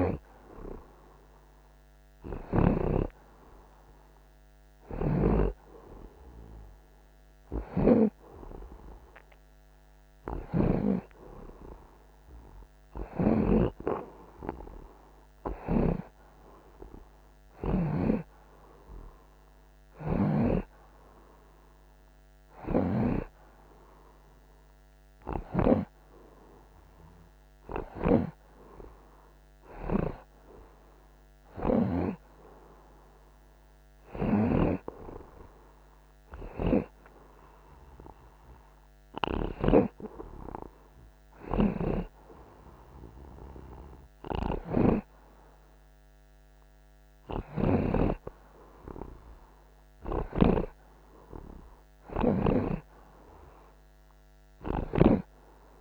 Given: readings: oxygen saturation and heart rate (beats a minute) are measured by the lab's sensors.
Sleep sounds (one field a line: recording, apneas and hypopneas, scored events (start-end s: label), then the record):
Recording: breathing in sleep by a microphone on the trachea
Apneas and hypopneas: none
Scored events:
0.00-3.00 s: snoring (device-marked)
7.50-11.00 s: snoring (device-marked)
15.50-20.50 s: snoring (device-marked)
22.50-26.00 s: snoring (device-marked)
39.50-48.00 s: snoring (device-marked)
50.00-55.81 s: snoring (device-marked)
From the record:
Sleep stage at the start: N2 (light sleep)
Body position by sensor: on the right side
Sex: male